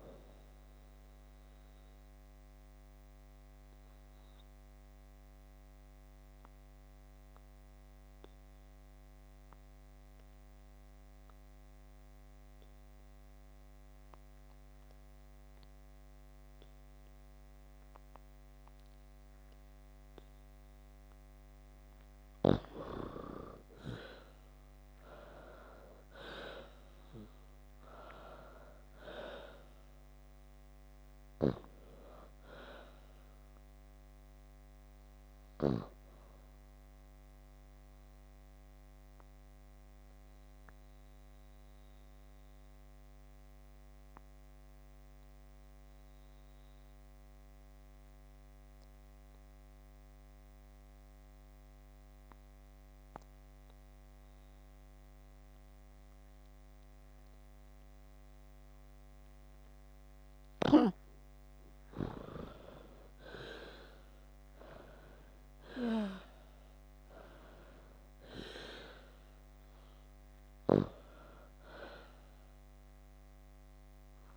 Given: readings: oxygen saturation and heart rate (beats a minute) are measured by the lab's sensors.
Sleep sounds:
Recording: breathing in sleep by a microphone on the trachea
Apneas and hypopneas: 2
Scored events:
2.50-21.00 s: obstructive apnea (oxygen 97% before, 85% lowest)
15.00-36.00 s: oxygen desaturation (device-marked, oxygen 95% before, 85% lowest)
24.50-28.50 s: arousal
39.00-59.50 s: obstructive apnea (oxygen 95% before, 89% lowest)
59.00-69.00 s: oxygen desaturation (device-marked, oxygen 96% before, 90% lowest)
62.50-67.00 s: arousal
From the record:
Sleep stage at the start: N2 (light sleep)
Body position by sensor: on the back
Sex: female

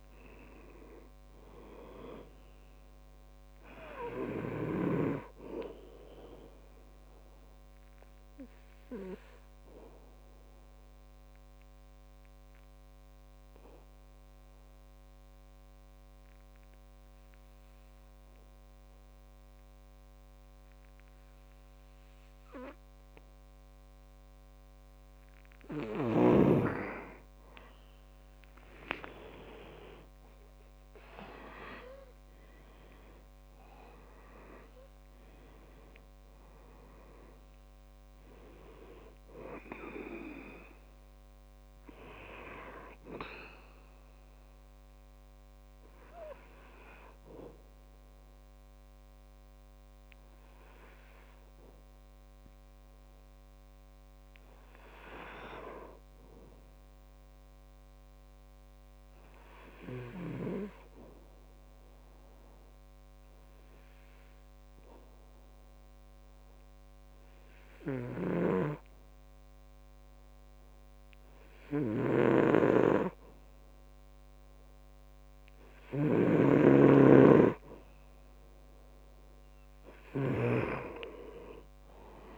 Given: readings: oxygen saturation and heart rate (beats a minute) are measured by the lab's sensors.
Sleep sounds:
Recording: breathing in sleep by a microphone on the trachea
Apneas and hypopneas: 2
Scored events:
5.00-24.00 s: oxygen desaturation (device-marked, oxygen 98% before, 93% lowest, heart rate 67 before, 65 extreme)
8.00-26.50 s: obstructive apnea (oxygen 98% before, 89% lowest, heart rate 68 before, 63 extreme, up 6 after)
28.50-33.00 s: arousal
33.00-58.00 s: oxygen desaturation (device-marked, oxygen 98% before, 89% lowest, heart rate 68 before, 58 extreme)
46.00-77.50 s: hypopnea (oxygen 98% before, 89% lowest, heart rate 72 before, 58 extreme, up 7 after)
76.50-81.00 s: snoring (device-marked)
79.00-82.38 s: oxygen desaturation (device-marked, oxygen 98% before, 89% lowest, heart rate 63 before, 63 extreme)
From the record:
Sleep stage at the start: N2 (light sleep)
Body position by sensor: on the back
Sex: male

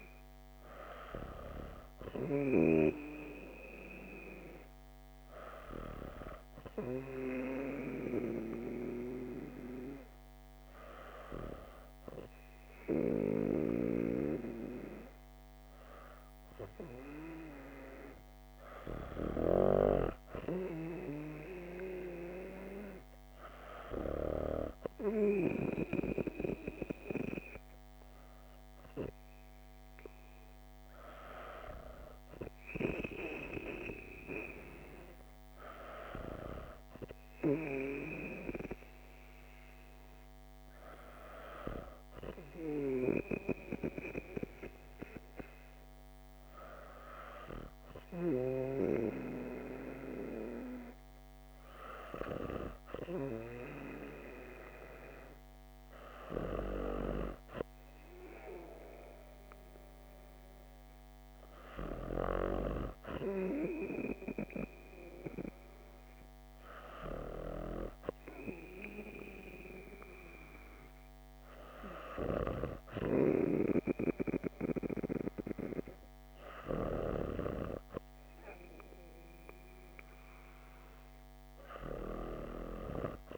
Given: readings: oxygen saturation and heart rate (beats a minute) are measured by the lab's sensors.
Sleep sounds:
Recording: breathing in sleep by a microphone on the trachea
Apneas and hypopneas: none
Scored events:
none scored
From the record:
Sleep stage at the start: N2 (light sleep)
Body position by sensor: on the back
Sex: female

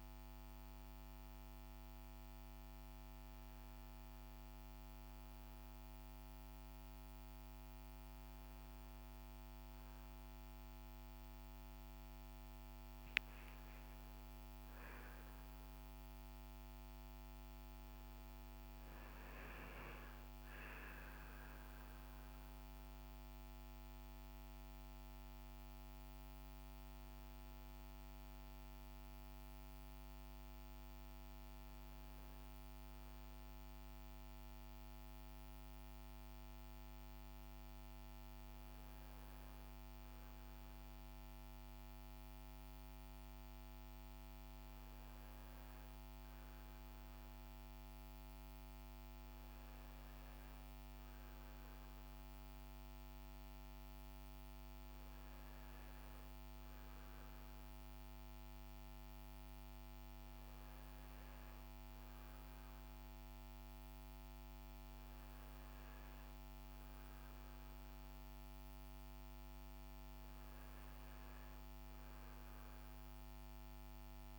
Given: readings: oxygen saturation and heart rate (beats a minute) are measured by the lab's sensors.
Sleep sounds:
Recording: breathing in sleep, hard to hear, by a microphone on the trachea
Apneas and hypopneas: none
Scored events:
12.00-17.00 s: arousal
From the record:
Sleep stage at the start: N1 (lightest sleep)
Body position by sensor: on the front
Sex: male

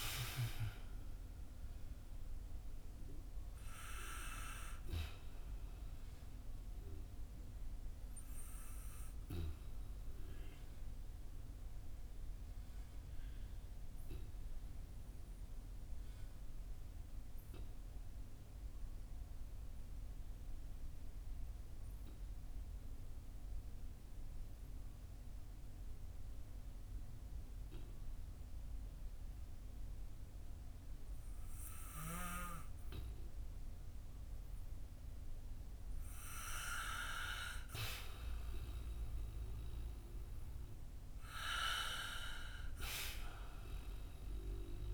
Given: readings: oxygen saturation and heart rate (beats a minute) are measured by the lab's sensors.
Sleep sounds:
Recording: breathing in sleep by a room microphone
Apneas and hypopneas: 1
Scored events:
9.50-35.50 s: obstructive apnea (oxygen 97% before, 91% lowest, heart rate 58 before, 48 extreme, up 9 after)
37.00-41.50 s: arousal
41.50-44.94 s: oxygen desaturation (device-marked, oxygen 97% before, 91% lowest, heart rate 54 before, 45 extreme)
From the record:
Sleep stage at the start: N2 (light sleep)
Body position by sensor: on the back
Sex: male

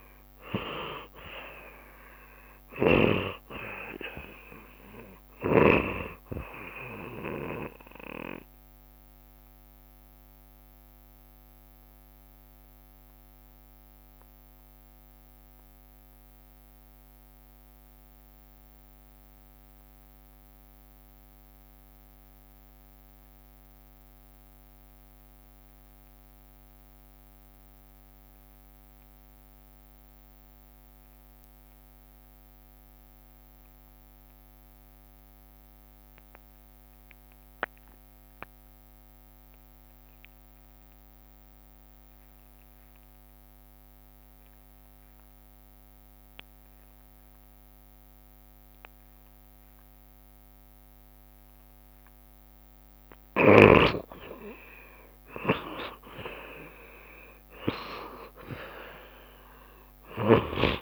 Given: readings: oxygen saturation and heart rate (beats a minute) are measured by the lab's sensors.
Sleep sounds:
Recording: breathing in sleep by a microphone on the trachea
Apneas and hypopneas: 1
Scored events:
0.00-26.50 s: oxygen desaturation (device-marked, oxygen 67% lowest, heart rate 67 extreme)
9.00-52.50 s: obstructive apnea (oxygen 73% before, 65% lowest, heart rate 75 before, 67 extreme, up 21 after)
28.50-60.82 s: oxygen desaturation (device-marked, oxygen 91% before, 65% lowest, heart rate 71 before, 66 extreme)
55.00-57.00 s: long interval between heartbeats (device-marked, heart rate 72 before, 88 extreme)
55.00-58.50 s: arousal
From the record:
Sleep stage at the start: N2 (light sleep)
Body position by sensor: on the back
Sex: male

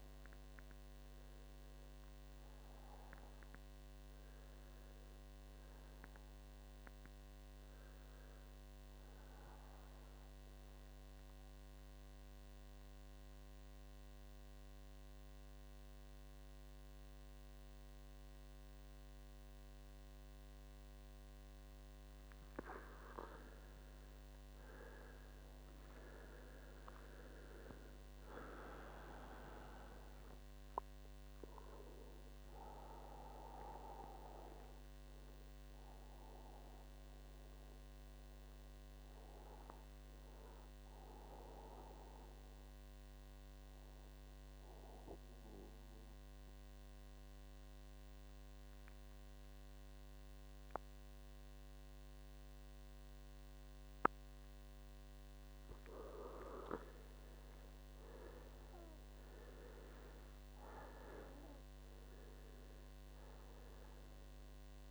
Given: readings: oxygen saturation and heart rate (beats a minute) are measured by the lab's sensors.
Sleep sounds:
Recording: breathing in sleep by a microphone on the trachea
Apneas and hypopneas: 2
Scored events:
11.00-23.50 s: mixed apnea (oxygen 97% before, 94% lowest, heart rate 74 before, 61 extreme, up 13 after)
17.50-64.91 s: new sleep stage, N2 (light sleep)
25.50-29.50 s: arousal
27.00-29.00 s: long interval between heartbeats (device-marked, heart rate 64 before, 71 extreme)
28.50-48.50 s: oxygen desaturation (device-marked, oxygen 98% before, 94% lowest, heart rate 65 before, 62 extreme)
42.50-55.00 s: obstructive apnea (oxygen 98% before, 94% lowest, heart rate 70 before, 62 extreme, up 10 after)
57.50-60.00 s: arousal
61.50-64.91 s: oxygen desaturation (device-marked, oxygen 98% before, 94% lowest, heart rate 64 before, 63 extreme)
From the record:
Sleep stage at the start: N1 (lightest sleep)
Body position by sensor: on the right side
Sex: male

